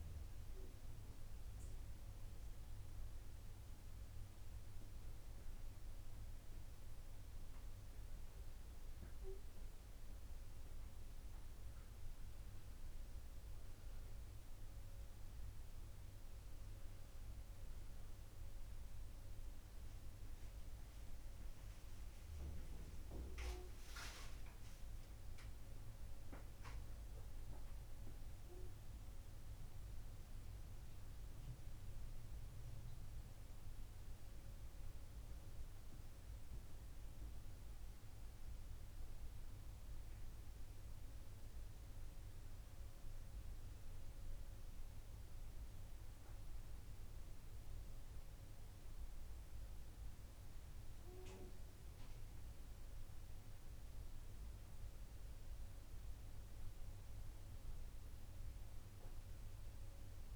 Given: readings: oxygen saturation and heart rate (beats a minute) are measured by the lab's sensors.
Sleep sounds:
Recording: breathing in sleep, hard to hear, by a room microphone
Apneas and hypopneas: none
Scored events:
0.00-1.00 s: oxygen desaturation (device-marked, oxygen 91% lowest, heart rate 55 extreme)
From the record:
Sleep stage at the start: N2 (light sleep)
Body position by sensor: on the right side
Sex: male

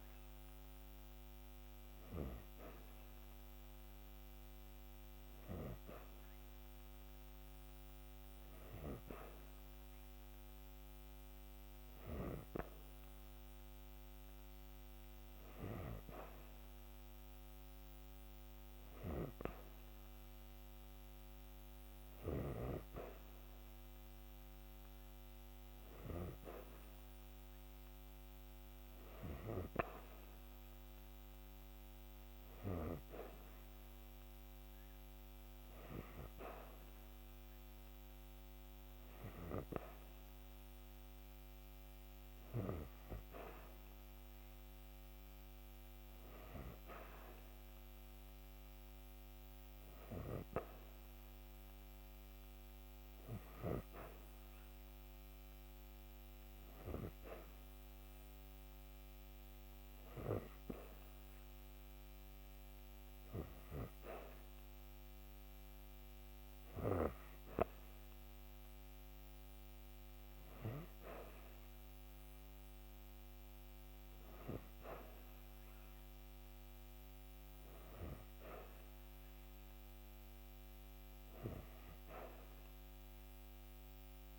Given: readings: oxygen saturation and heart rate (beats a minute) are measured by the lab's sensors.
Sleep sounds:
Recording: breathing in sleep by a microphone on the trachea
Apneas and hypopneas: none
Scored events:
none scored
From the record:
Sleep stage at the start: N3 (deep sleep)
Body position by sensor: on the back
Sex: female

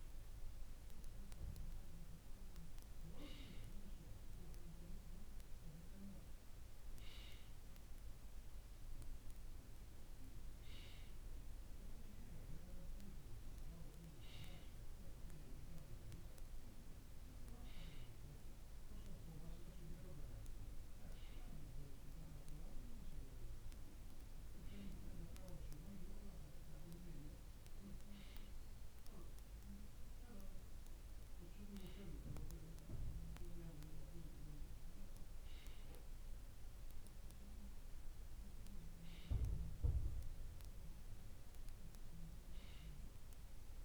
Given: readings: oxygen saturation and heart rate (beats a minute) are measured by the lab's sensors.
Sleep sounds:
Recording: breathing in sleep by a room microphone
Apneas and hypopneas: none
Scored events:
none scored
From the record:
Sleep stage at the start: N2 (light sleep)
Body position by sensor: on the right side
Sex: male

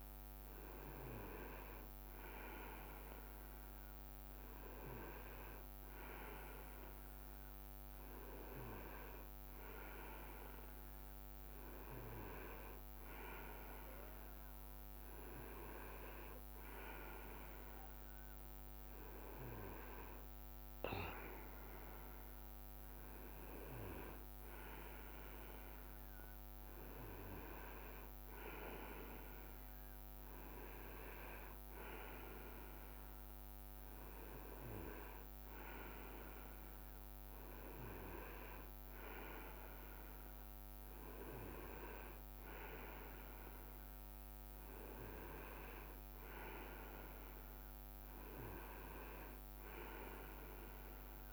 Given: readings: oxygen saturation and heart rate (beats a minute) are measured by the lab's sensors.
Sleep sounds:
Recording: breathing in sleep by a microphone on the trachea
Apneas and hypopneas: none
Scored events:
8.00-10.00 s: leg movement (device-marked)
12.00-13.00 s: leg movement (device-marked)
From the record:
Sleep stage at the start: N2 (light sleep)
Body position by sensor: on the right side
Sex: male

